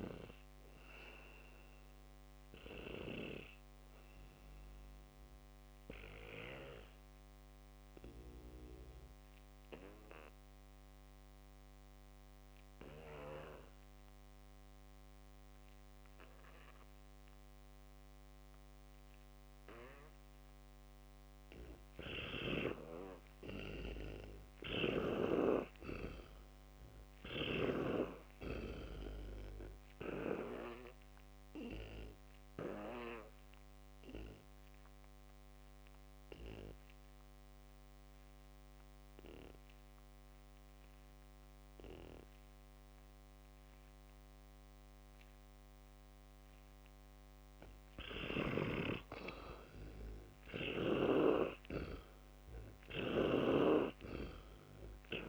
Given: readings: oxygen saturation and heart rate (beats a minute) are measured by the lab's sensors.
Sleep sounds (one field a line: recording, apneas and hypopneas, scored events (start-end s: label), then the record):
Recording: breathing in sleep by a microphone on the trachea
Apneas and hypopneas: 2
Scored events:
0.00-17.50 s: oxygen desaturation (device-marked, oxygen 88% lowest, heart rate 59 extreme)
6.50-20.00 s: obstructive apnea (oxygen 100% before, 87% lowest, heart rate 67 before, 59 extreme, up 1 after)
23.00-26.50 s: arousal
27.50-51.50 s: oxygen desaturation (device-marked, oxygen 100% before, 88% lowest, heart rate 61 before, 61 extreme)
31.00-46.00 s: obstructive apnea (oxygen 100% before, 87% lowest, heart rate 61 before, 61 extreme, up 1 after)
51.00-54.50 s: arousal
From the record:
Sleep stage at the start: N2 (light sleep)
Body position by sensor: on the back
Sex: male